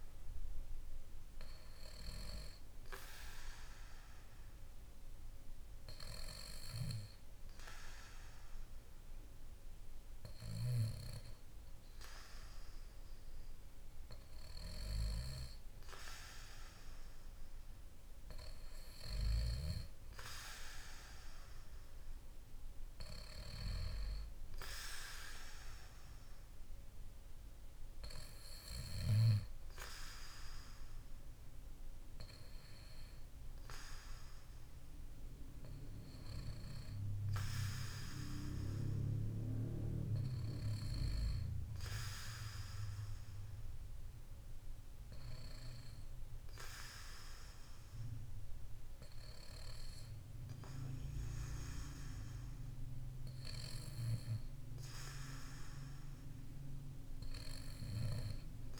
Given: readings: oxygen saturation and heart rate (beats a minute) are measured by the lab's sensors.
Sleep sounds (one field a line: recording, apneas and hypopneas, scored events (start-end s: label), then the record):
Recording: breathing in sleep by a room microphone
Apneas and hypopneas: none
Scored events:
none scored
From the record:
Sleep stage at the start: N2 (light sleep)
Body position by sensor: on the back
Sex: male